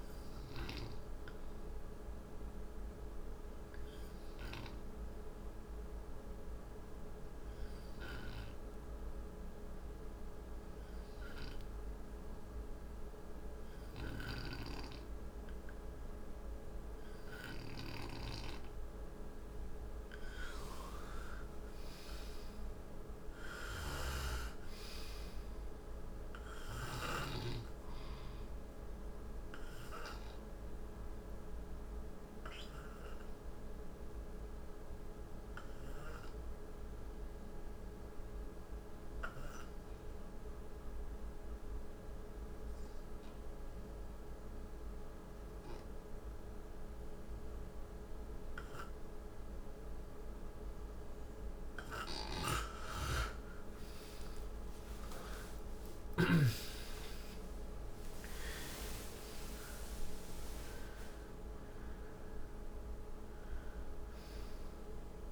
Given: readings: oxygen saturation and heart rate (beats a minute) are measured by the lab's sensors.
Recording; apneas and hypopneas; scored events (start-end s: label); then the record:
breathing in sleep by a room microphone; 2
0.00-11.00 s: oxygen desaturation (device-marked, oxygen 97% before, 87% lowest, heart rate 60 before, 57 extreme)
1.50-17.50 s: obstructive apnea (oxygen 97% before, 87% lowest, heart rate 65 before, 57 extreme, up 11 after)
19.50-23.50 s: arousal
27.00-45.00 s: oxygen desaturation (device-marked, oxygen 97% before, 92% lowest, heart rate 65 before, 58 extreme)
30.00-49.50 s: obstructive apnea (oxygen 98% before, 89% lowest, heart rate 65 before, 54 extreme, up 21 after)
53.00-58.50 s: arousal
54.00-65.32 s: oxygen desaturation (device-marked, oxygen 97% before, 89% lowest, heart rate 63 before, 54 extreme)
From the record:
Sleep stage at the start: N2 (light sleep); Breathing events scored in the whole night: 366 in 5.9 hours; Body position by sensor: on the right side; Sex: male